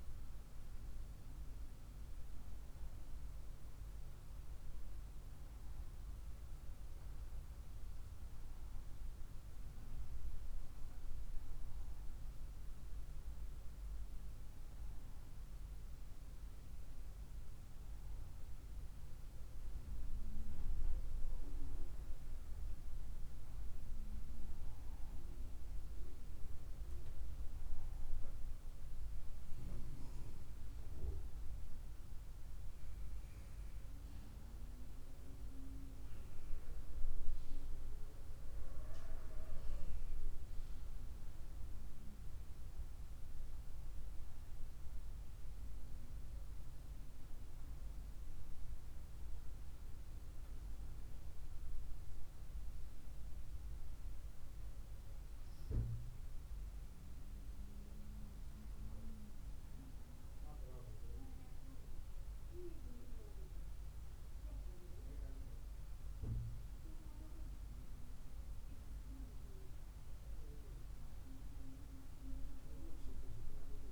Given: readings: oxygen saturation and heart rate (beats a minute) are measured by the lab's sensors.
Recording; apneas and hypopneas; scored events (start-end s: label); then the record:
breathing in sleep by a room microphone; none
none scored
From the record:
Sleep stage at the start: N1 (lightest sleep); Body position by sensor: on the right side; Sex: female